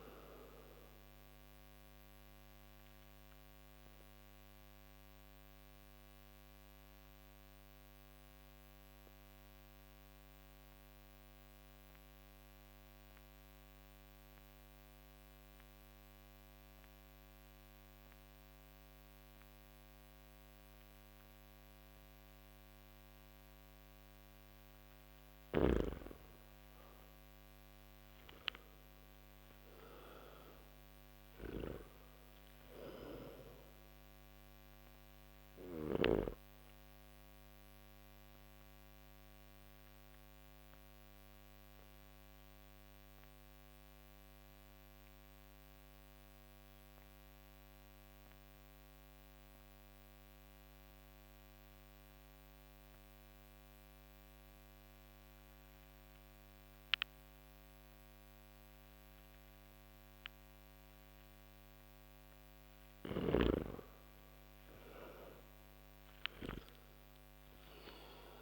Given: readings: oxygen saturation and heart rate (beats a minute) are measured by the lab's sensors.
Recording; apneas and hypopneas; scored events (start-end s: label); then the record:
breathing in sleep by a microphone on the trachea; 2
0.00-23.00 s: oxygen desaturation (device-marked, oxygen 98% before, 89% lowest)
2.00-24.00 s: mixed apnea (oxygen 98% before, 86% lowest)
25.00-36.00 s: snoring (device-marked)
27.50-31.50 s: arousal
36.50-62.50 s: obstructive apnea (oxygen 98% before, 82% lowest)
37.00-53.00 s: oxygen desaturation (device-marked, oxygen 97% before, 88% lowest)
62.00-68.42 s: oxygen desaturation (device-marked, oxygen 98% before, 82% lowest)
64.50-68.42 s: arousal
From the record:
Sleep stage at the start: N2 (light sleep); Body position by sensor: on the back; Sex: male